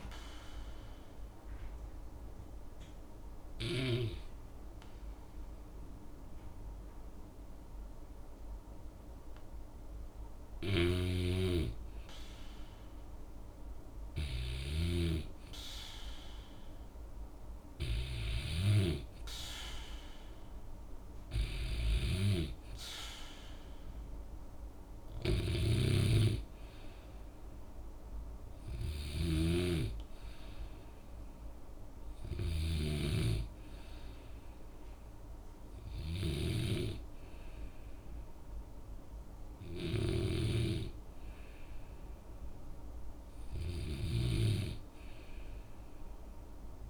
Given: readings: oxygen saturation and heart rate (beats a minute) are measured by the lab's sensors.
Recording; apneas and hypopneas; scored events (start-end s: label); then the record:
breathing in sleep by a room microphone; 1
0.50-12.00 s: mixed apnea (oxygen 97% before, 93% lowest, heart rate 63 before, 61 extreme, up 2 after)
10.50-46.90 s: snoring (device-marked)
14.50-18.50 s: arousal
20.50-32.50 s: oxygen desaturation (device-marked, oxygen 97% before, 93% lowest, heart rate 63 before, 63 extreme)
From the record:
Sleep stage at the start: N2 (light sleep); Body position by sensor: on the back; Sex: male